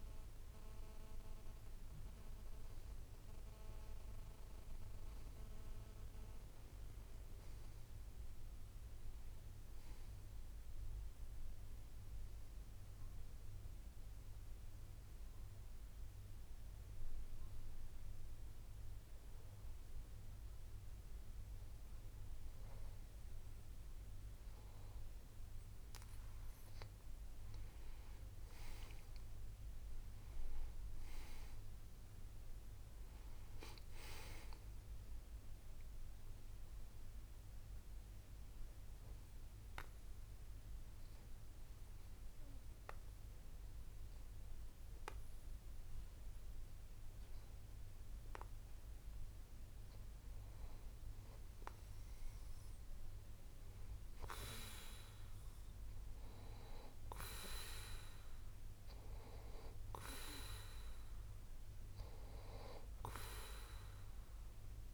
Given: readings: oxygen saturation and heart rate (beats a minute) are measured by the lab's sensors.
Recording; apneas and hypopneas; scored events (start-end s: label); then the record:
a person partly awake in a sleep study, by a room microphone; 1
29.50-64.94 s: new sleep stage, N2 (light sleep)
39.00-50.50 s: obstructive apnea (oxygen 96% before, 91% lowest)
54.00-57.50 s: arousal
From the record:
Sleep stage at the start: awake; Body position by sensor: on the back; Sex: male